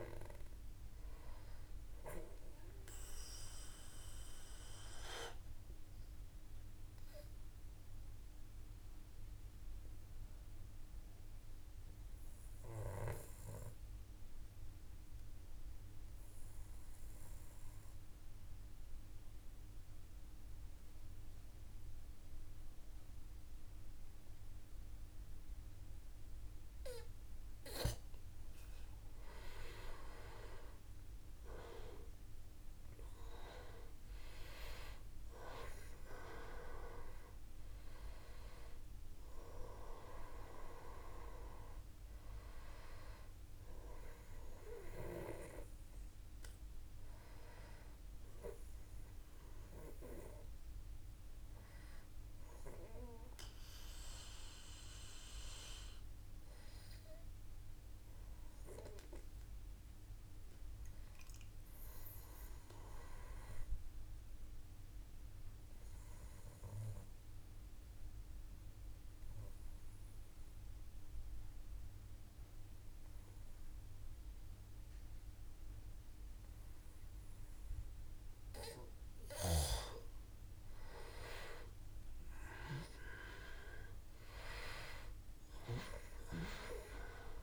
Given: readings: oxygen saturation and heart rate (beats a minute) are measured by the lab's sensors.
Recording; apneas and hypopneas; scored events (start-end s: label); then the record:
breathing in sleep by a room microphone; 2
0.00-15.50 s: oxygen desaturation (device-marked, oxygen 89% lowest, heart rate 51 extreme)
2.00-25.50 s: obstructive apnea (oxygen 98% before, 89% lowest, heart rate 55 before, 52 extreme, up 5 after)
28.50-32.50 s: arousal
35.50-44.50 s: oxygen desaturation (device-marked, oxygen 97% before, 93% lowest, heart rate 54 before, 54 extreme)
50.00-78.00 s: obstructive apnea (heart rate 57 before, 52 extreme, up 3 after)
78.50-87.43 s: oxygen desaturation (device-marked, oxygen 97% before, 91% lowest)
From the record:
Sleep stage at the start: N2 (light sleep); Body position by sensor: on the back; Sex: male